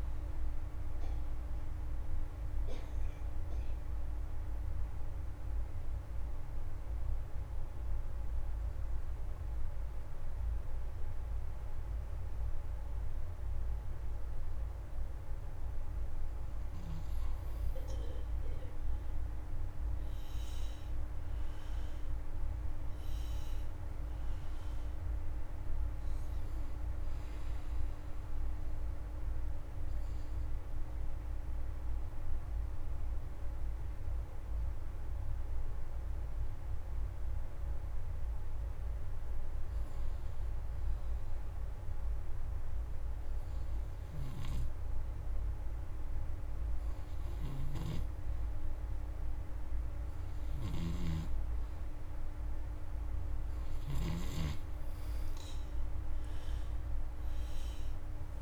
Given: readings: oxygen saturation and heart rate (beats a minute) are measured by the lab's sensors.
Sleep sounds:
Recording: breathing in sleep, hard to hear, by a room microphone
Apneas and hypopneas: 2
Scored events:
0.00-13.00 s: oxygen desaturation (device-marked, oxygen 85% lowest)
6.00-16.50 s: mixed apnea (oxygen 97% before, 85% lowest)
18.50-22.00 s: arousal
25.00-39.00 s: oxygen desaturation (device-marked, oxygen 97% before, 87% lowest)
29.00-46.50 s: hypopnea (oxygen 97% before, 84% lowest)
47.00-54.00 s: snoring (device-marked)
48.00-51.50 s: arousal
50.00-58.42 s: oxygen desaturation (device-marked, oxygen 96% before, 85% lowest)
From the record:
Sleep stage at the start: N2 (light sleep)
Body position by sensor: on the back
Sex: male

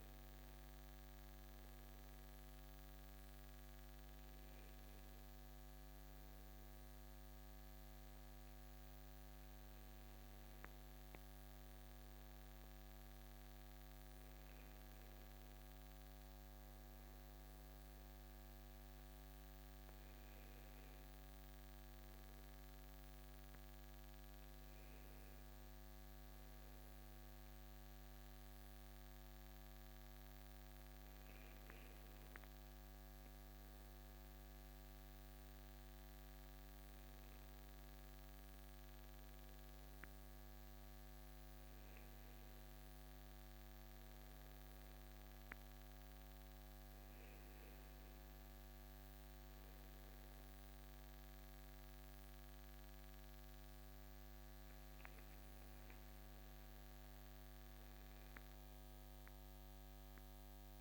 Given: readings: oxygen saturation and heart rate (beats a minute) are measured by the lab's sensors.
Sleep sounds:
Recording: breathing in sleep, hard to hear, by a microphone on the trachea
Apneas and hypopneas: none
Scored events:
none scored
From the record:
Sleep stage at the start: N2 (light sleep)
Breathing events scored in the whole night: 169 in 4.5 hours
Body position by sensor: on the right side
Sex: male

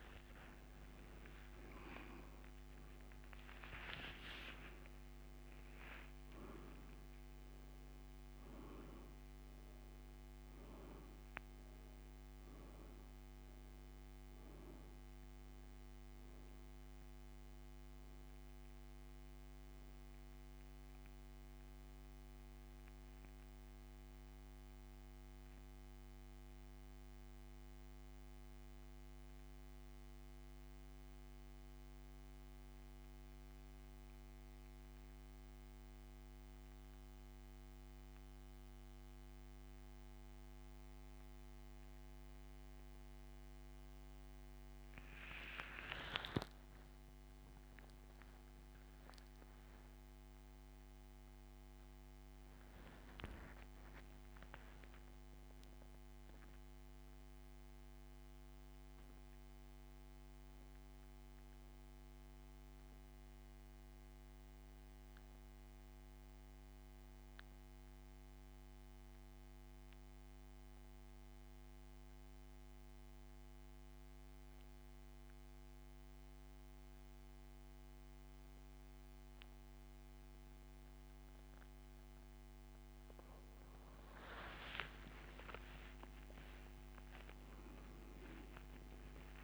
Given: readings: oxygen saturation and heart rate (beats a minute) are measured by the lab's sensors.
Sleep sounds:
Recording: breathing in sleep by a microphone on the trachea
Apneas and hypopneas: 2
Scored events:
0.00-4.00 s: arousal
6.00-13.00 s: oxygen desaturation (device-marked, oxygen 97% before, 90% lowest)
23.00-45.00 s: central apnea (oxygen 98% before, 86% lowest)
32.00-52.00 s: oxygen desaturation (device-marked, oxygen 93% before, 86% lowest)
46.50-53.00 s: arousal
58.00-82.00 s: mixed apnea (oxygen 92% before, 85% lowest)
85.50-89.44 s: arousal
88.00-89.44 s: oxygen desaturation (device-marked, oxygen 97% before, 90% lowest)
From the record:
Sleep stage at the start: N2 (light sleep)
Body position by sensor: on the back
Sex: male

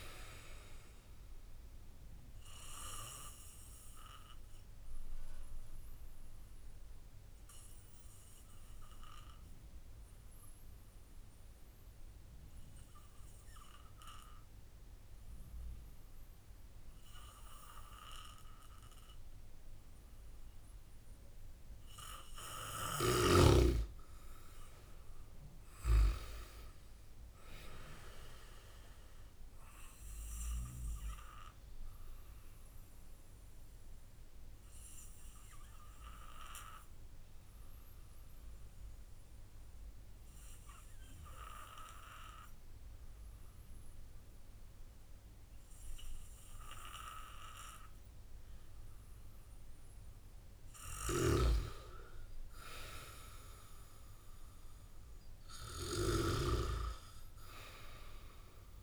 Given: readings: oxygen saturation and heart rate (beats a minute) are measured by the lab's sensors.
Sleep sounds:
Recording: breathing in sleep by a room microphone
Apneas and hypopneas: 2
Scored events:
0.00-1.50 s: arousal
2.50-21.50 s: obstructive apnea (oxygen 97% before, 94% lowest)
23.50-26.50 s: arousal
30.00-49.50 s: obstructive apnea (oxygen 96% before, 93% lowest)
53.50-57.00 s: arousal
From the record:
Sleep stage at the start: N2 (light sleep)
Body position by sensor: on the back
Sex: male

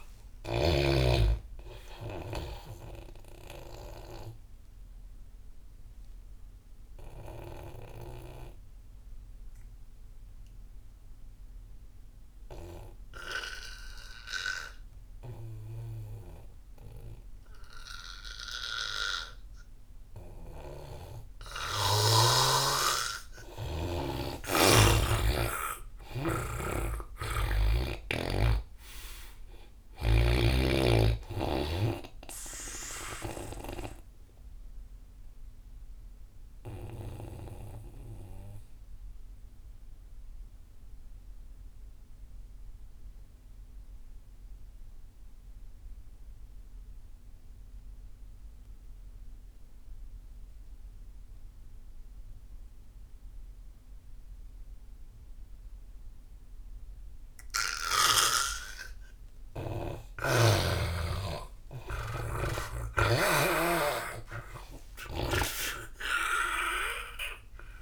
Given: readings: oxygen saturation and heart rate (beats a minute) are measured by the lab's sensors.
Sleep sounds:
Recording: breathing in sleep by a room microphone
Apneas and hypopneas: 2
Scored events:
0.00-1.50 s: snoring (device-marked)
0.00-14.50 s: oxygen desaturation (device-marked, oxygen 89% lowest)
4.50-23.00 s: obstructive apnea (oxygen 96% before, 85% lowest)
23.50-28.00 s: arousal
25.50-47.50 s: oxygen desaturation (device-marked, oxygen 97% before, 85% lowest)
27.50-31.00 s: snoring (device-marked)
34.00-60.00 s: obstructive apnea (oxygen 97% before, 85% lowest)
60.50-64.00 s: snoring (device-marked)
60.50-67.82 s: oxygen desaturation (device-marked, oxygen 98% before, 86% lowest)
61.00-65.50 s: arousal
From the record:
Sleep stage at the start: N2 (light sleep)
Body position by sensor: on the back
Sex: male

